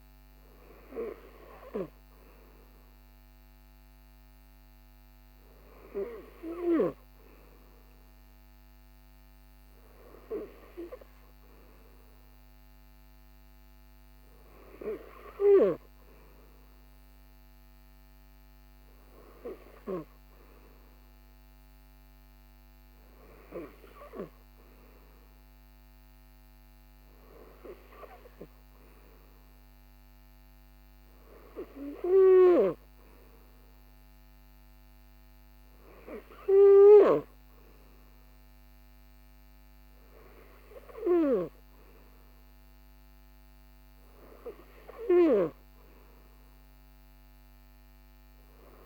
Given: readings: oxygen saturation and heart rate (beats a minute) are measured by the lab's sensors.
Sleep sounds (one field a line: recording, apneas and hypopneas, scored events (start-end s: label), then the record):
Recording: breathing in sleep by a microphone on the trachea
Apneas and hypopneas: none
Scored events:
none scored
From the record:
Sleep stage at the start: N3 (deep sleep)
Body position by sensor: on the right side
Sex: male